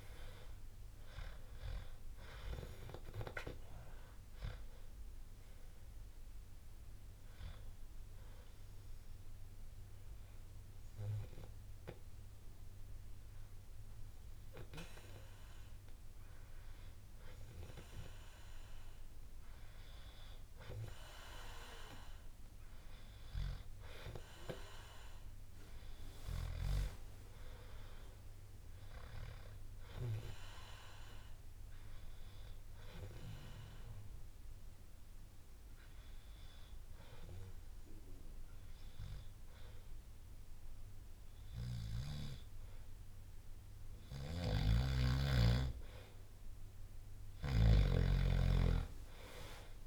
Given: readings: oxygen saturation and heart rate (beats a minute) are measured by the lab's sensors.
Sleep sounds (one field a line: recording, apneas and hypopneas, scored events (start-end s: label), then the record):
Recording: breathing in sleep by a room microphone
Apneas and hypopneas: 2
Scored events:
0.00-2.00 s: arousal
0.00-2.00 s: drop in pulse transit time (device-marked, heart rate 66 extreme)
5.00-21.00 s: oxygen desaturation (device-marked, oxygen 97% before, 93% lowest, heart rate 67 before, 60 extreme)
8.00-18.00 s: hypopnea (oxygen 97% before, 93% lowest, heart rate 68 before, 60 extreme, up 4 after)
23.50-27.00 s: arousal
33.00-44.00 s: hypopnea (oxygen 97% before, 93% lowest, heart rate 64 before, 61 extreme, up 9 after)
48.00-49.87 s: arousal
From the record:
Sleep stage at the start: N2 (light sleep)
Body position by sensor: on the back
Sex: male